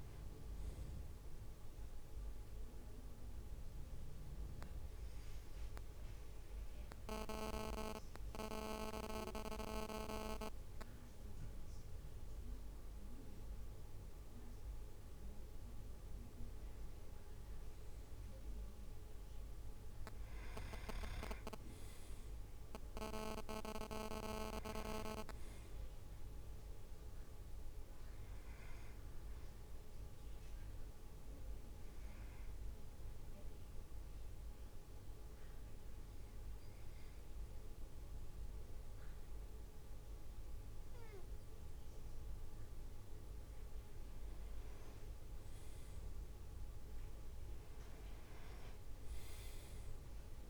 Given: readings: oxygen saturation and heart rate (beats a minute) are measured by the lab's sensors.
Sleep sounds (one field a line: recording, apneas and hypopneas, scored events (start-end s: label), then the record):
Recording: breathing in sleep by a room microphone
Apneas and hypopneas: 2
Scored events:
0.00-2.50 s: drop in pulse transit time (device-marked, heart rate 52 extreme)
2.50-16.00 s: central apnea (oxygen 98% before, 96% lowest, heart rate 56 before, 53 extreme, up 4 after)
14.50-24.50 s: drop in pulse transit time (device-marked, heart rate 54 before, 55 extreme)
17.50-20.00 s: arousal
33.50-43.50 s: obstructive apnea (oxygen 99% before, 96% lowest, heart rate 55 before, 52 extreme, up 2 after)
42.50-50.50 s: drop in pulse transit time (device-marked, heart rate 55 before, 53 extreme)
44.50-47.50 s: arousal
From the record:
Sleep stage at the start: N2 (light sleep)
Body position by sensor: on the back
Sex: male